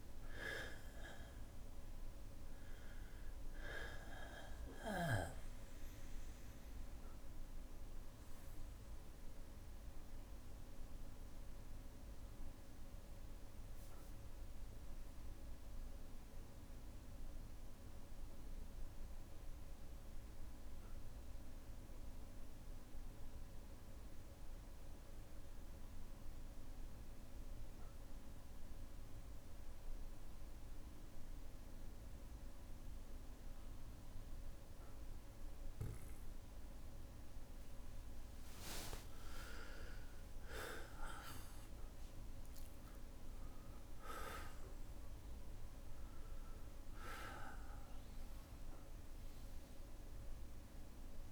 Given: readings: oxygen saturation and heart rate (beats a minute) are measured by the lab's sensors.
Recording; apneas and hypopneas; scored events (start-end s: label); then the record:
breathing in sleep by a room microphone; 1
0.00-2.00 s: arousal
0.00-23.00 s: oxygen desaturation (device-marked, oxygen 94% lowest, heart rate 56 extreme)
6.00-37.00 s: bradycardia (device-marked, heart rate 64 before, 56 extreme)
6.00-37.00 s: obstructive apnea (oxygen 99% before, 92% lowest, heart rate 60 before, 56 extreme, up 7 after)
37.00-51.32 s: oxygen desaturation (device-marked, oxygen 98% before, 92% lowest, heart rate 57 before, 53 extreme)
38.00-42.50 s: arousal
49.00-51.32 s: bradycardia (device-marked, heart rate 64 before, 56 extreme)
From the record:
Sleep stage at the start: N2 (light sleep); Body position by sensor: on the back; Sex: male